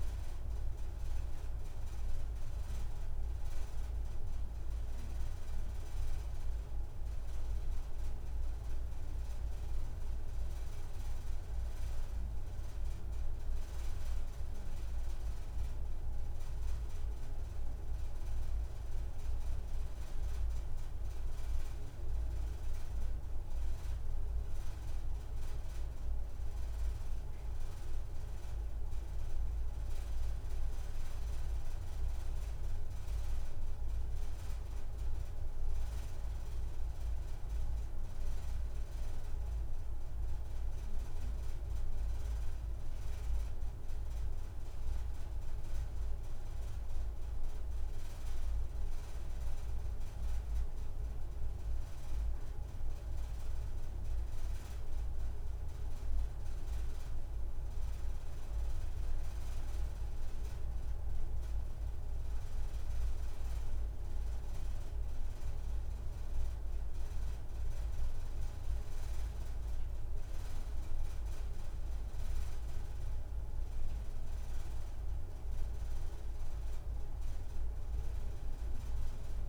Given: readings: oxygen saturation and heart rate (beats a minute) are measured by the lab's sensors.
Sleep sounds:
breathing in sleep, hard to hear, by a room microphone; none
22.00-24.00 s: long interval between heartbeats (device-marked)
From the record:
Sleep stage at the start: N2 (light sleep); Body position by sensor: on the right side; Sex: female

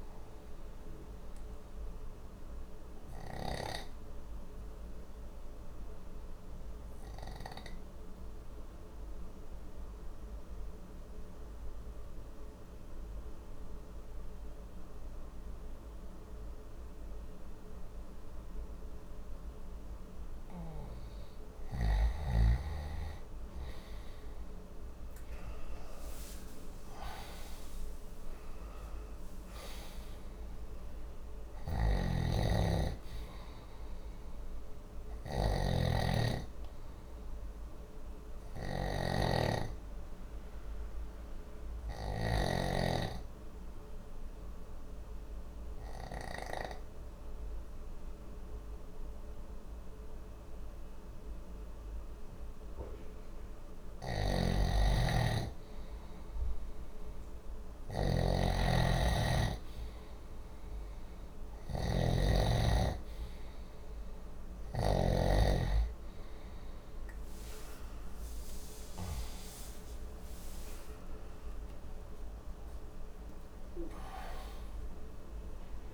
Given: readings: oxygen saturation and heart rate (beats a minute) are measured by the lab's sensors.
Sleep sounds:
breathing in sleep by a room microphone; 2
1.50-21.00 s: obstructive apnea (oxygen 97% before, 92% lowest, heart rate 61 before, 59 extreme, up 11 after)
25.00-28.50 s: arousal
26.00-39.00 s: oxygen desaturation (device-marked, oxygen 97% before, 93% lowest, heart rate 61 before, 60 extreme)
31.00-42.00 s: snoring (device-marked)
37.00-54.00 s: obstructive apnea (oxygen 97% before, 92% lowest, heart rate 63 before, 60 extreme, up 0 after)
53.50-64.50 s: snoring (device-marked)
55.00-75.94 s: new sleep stage, N1 (lightest sleep)
55.50-58.00 s: arousal
61.00-75.94 s: oxygen desaturation (device-marked, oxygen 97% before, 92% lowest)
From the record:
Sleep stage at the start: N2 (light sleep); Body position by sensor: on the left side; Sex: male

